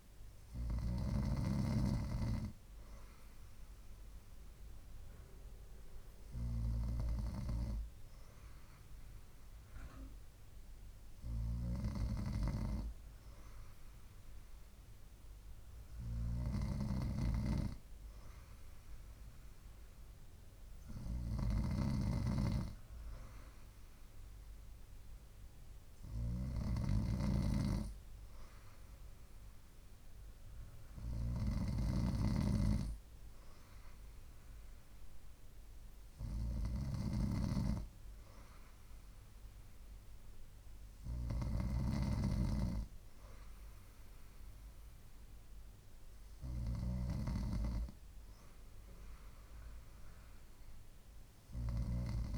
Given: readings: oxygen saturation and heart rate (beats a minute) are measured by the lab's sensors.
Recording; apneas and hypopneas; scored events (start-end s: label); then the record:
breathing in sleep by a room microphone; none
none scored
From the record:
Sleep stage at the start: N2 (light sleep); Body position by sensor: on the right side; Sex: female